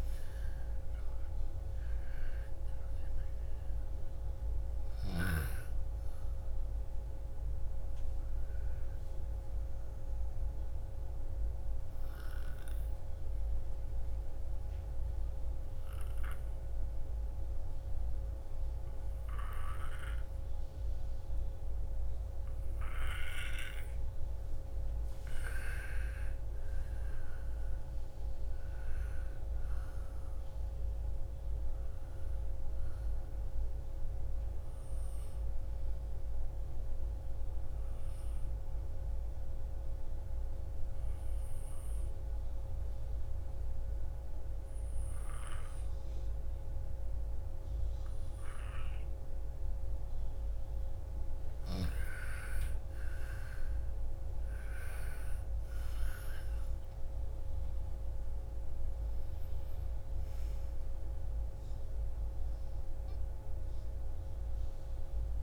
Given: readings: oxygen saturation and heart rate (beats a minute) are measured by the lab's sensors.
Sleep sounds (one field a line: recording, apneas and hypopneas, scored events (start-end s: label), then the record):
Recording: breathing in sleep by a room microphone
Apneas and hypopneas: 2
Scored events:
1.50-16.50 s: oxygen desaturation (device-marked, oxygen 98% before, 82% lowest, heart rate 47 before, 29 extreme)
11.50-24.50 s: obstructive apnea (oxygen 98% before, 82% lowest, heart rate 57 before, 29 extreme, up 49 after)
25.50-29.50 s: arousal
36.50-48.50 s: oxygen desaturation (device-marked, oxygen 98% before, 92% lowest, heart rate 57 before, 38 extreme)
38.00-52.00 s: obstructive apnea (oxygen 99% before, 88% lowest, heart rate 57 before, 38 extreme, up 41 after)
55.00-59.00 s: arousal
55.50-65.43 s: oxygen desaturation (device-marked, oxygen 98% before, 90% lowest, heart rate 57 before, 37 extreme)
From the record:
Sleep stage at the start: N2 (light sleep)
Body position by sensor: on the back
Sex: female